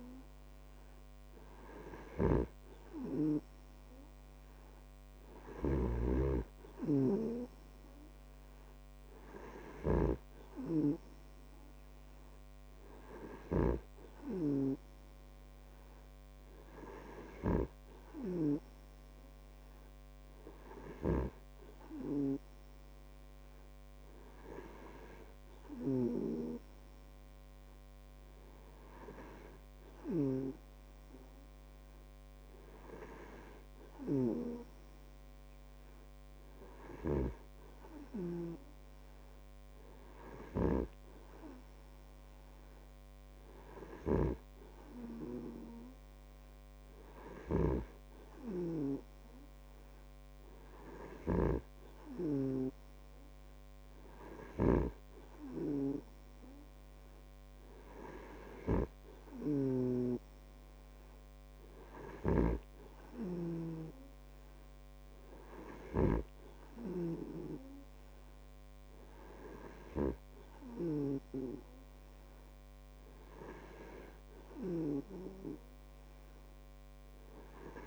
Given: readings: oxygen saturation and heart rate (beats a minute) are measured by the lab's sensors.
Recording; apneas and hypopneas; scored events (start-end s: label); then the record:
breathing in sleep by a microphone on the trachea; none
0.00-14.50 s: snoring (device-marked)
30.50-60.50 s: snoring (device-marked)
62.50-67.00 s: snoring (device-marked)
From the record:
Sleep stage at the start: N2 (light sleep); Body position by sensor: on the back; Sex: male